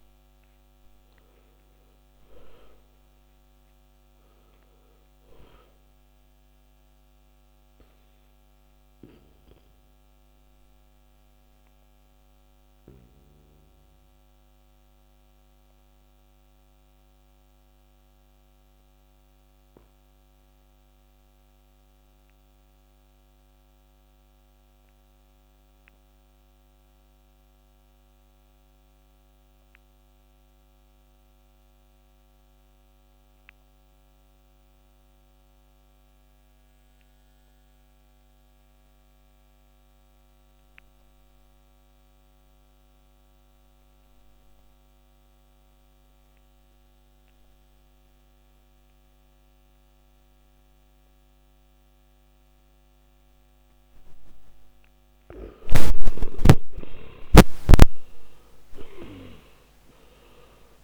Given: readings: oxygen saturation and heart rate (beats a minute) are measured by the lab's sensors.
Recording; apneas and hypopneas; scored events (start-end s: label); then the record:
breathing in sleep by a microphone on the trachea; 1
0.00-36.50 s: oxygen desaturation (device-marked, oxygen 74% lowest, heart rate 45 extreme)
7.50-54.50 s: obstructive apnea (oxygen 99% before, 74% lowest, heart rate 63 before, 45 extreme, up 22 after)
55.50-60.50 s: arousal
56.50-60.84 s: oxygen desaturation (device-marked, oxygen 97% before, 79% lowest, heart rate 50 before, 43 extreme)
From the record:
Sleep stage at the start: N2 (light sleep); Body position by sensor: on the back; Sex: male